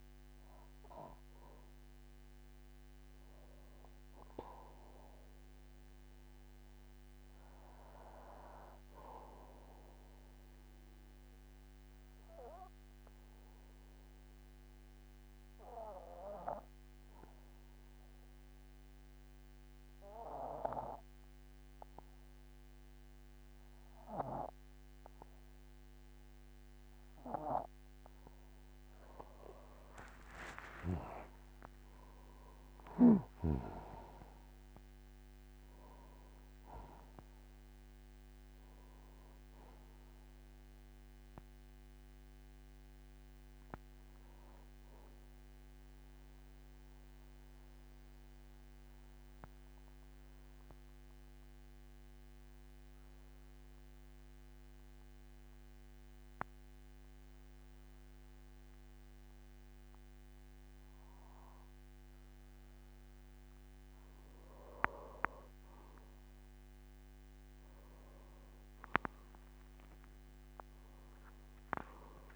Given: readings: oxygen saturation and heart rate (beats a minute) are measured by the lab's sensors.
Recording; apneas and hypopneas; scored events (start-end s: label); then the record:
breathing in sleep by a microphone on the trachea; 2
10.00-26.00 s: obstructive apnea (oxygen 98% before, 91% lowest, heart rate 53 before, 46 extreme)
28.50-34.50 s: tachycardia (device-marked, heart rate 67 before, 118 extreme)
30.00-33.50 s: arousal
31.00-33.00 s: long interval between heartbeats (device-marked, heart rate 50 before, 92 extreme)
31.50-61.50 s: oxygen desaturation (device-marked, oxygen 96% before, 91% lowest, heart rate 52 before, 45 extreme)
33.00-35.00 s: long interval between heartbeats (device-marked, heart rate 55 before, 116 extreme)
47.00-63.00 s: mixed apnea (oxygen 97% before, 91% lowest, heart rate 79 before, 47 extreme, up 41 after)
69.00-72.36 s: arousal
69.50-72.36 s: tachycardia (device-marked, heart rate 65 before, 147 extreme)
70.00-72.00 s: long interval between heartbeats (device-marked, heart rate 50 before, 85 extreme)
From the record:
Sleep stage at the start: N2 (light sleep); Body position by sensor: on the back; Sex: male